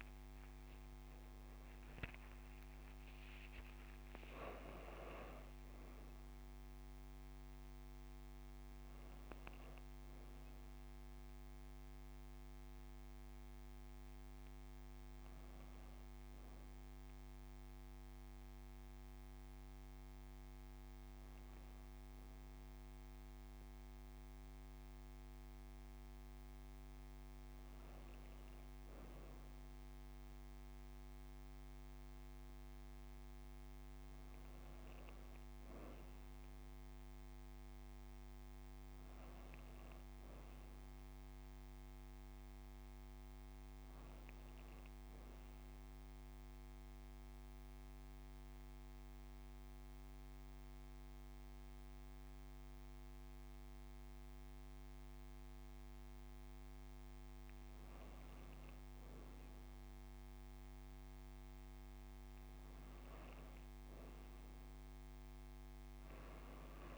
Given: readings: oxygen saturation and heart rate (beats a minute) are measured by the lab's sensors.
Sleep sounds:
breathing in sleep, hard to hear, by a microphone on the trachea; 1
0.00-1.50 s: long interval between heartbeats (device-marked, heart rate 30 extreme)
0.00-4.00 s: arousal
2.50-4.50 s: long interval between heartbeats (device-marked, heart rate 75 before, 85 extreme)
25.00-66.98 s: new sleep stage, N2 (light sleep)
42.00-44.50 s: arousal
46.50-57.50 s: central apnea (oxygen 97% before, 93% lowest)
60.00-63.50 s: arousal
From the record:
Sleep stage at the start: N1 (lightest sleep); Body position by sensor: on the back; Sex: female

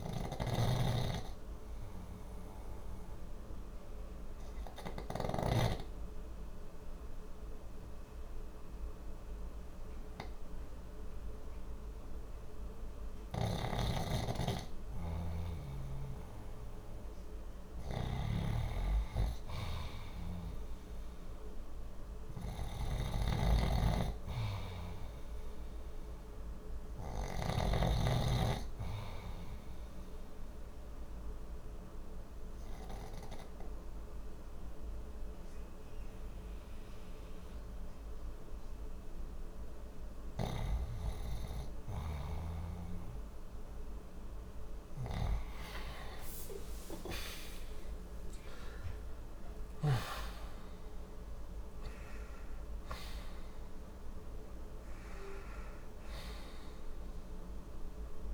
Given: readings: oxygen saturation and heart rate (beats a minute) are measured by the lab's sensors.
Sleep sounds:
breathing in sleep by a room microphone; 2
0.00-5.00 s: snoring (device-marked)
1.00-15.50 s: obstructive apnea (oxygen 94% before, 89% lowest, heart rate 61 before, 59 extreme, up 1 after)
13.00-27.50 s: snoring (device-marked)
18.50-23.00 s: arousal
30.50-41.00 s: obstructive apnea (oxygen 95% before, 89% lowest, heart rate 60 before, 59 extreme, up 1 after)
33.50-58.34 s: oxygen desaturation (device-marked, oxygen 95% before, 89% lowest, heart rate 60 before, 59 extreme)
45.00-49.50 s: arousal
From the record:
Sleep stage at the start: REM sleep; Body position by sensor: on the left side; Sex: male

